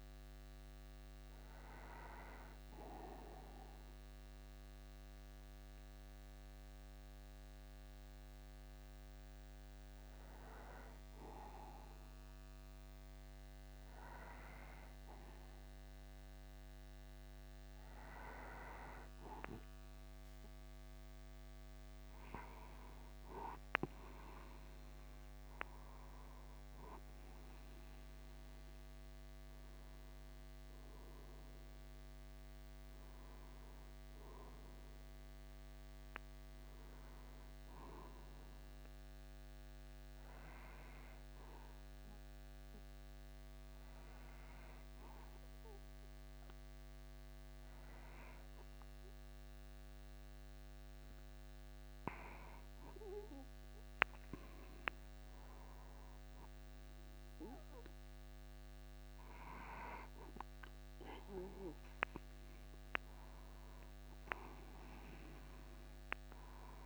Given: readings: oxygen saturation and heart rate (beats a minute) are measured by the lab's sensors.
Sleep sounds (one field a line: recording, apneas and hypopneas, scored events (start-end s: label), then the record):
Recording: breathing in sleep by a microphone on the trachea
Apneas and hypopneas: 1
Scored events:
8.50-66.86 s: new sleep stage, N2 (light sleep)
38.50-52.00 s: obstructive apnea (oxygen 97% before, 95% lowest, heart rate 51 before, 51 extreme, up 1 after)
56.00-60.50 s: arousal
From the record:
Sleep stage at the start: N1 (lightest sleep)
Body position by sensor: upright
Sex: male